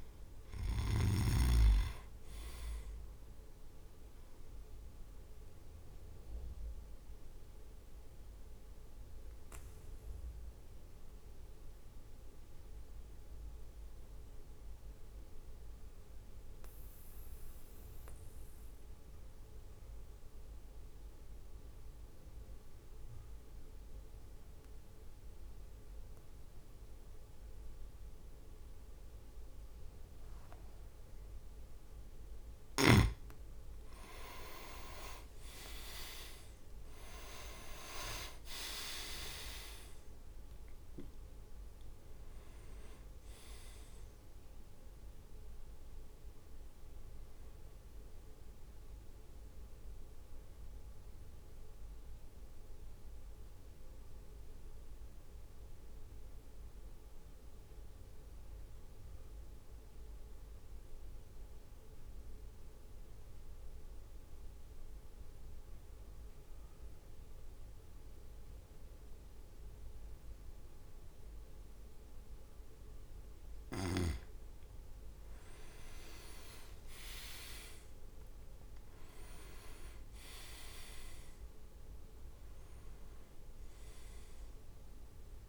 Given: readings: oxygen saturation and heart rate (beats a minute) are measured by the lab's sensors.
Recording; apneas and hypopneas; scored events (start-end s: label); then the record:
breathing in sleep by a room microphone; 2
0.00-5.50 s: drop in pulse transit time (device-marked, heart rate 55 extreme)
2.50-85.49 s: new sleep stage, REM sleep
5.00-32.00 s: obstructive apnea (oxygen 99% before, 94% lowest, heart rate 57 before, 51 extreme, up 8 after)
33.50-38.00 s: leg movement (device-marked)
33.50-39.50 s: arousal
39.50-51.50 s: drop in pulse transit time (device-marked, heart rate 55 before, 57 extreme)
50.50-74.00 s: mixed apnea (oxygen 99% before, 94% lowest, heart rate 58 before, 49 extreme, up 4 after)
75.00-77.00 s: leg movement (device-marked)
76.50-81.00 s: arousal
76.50-85.49 s: drop in pulse transit time (device-marked, heart rate 57 before, 54 extreme)
79.50-84.50 s: leg movement (device-marked)
81.50-85.49 s: oxygen desaturation (device-marked, oxygen 100% before, 96% lowest, heart rate 58 before, 49 extreme)
From the record:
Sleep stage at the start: N2 (light sleep); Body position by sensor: on the back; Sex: male